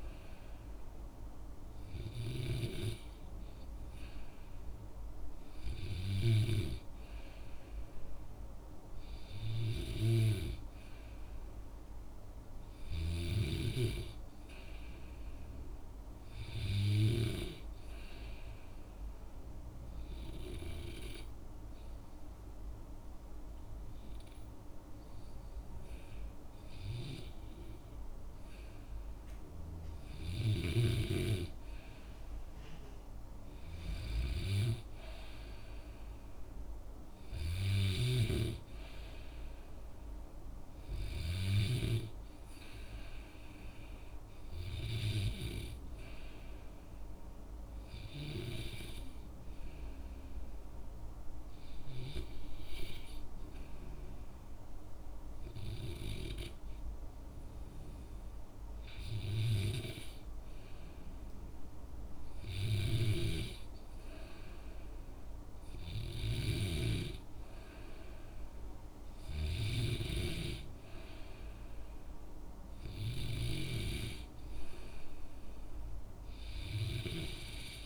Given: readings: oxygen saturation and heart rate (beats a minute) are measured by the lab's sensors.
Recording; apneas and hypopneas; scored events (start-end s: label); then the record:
breathing in sleep by a room microphone; 2
18.50-30.50 s: hypopnea (oxygen 96% before, 93% lowest, heart rate 64 before, 63 extreme, up 1 after)
33.50-37.50 s: arousal
50.00-61.50 s: hypopnea (oxygen 95% before, 94% lowest, heart rate 64 before, 64 extreme, up 2 after)
65.00-68.00 s: arousal
From the record:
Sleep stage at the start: N2 (light sleep); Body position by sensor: on the back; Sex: male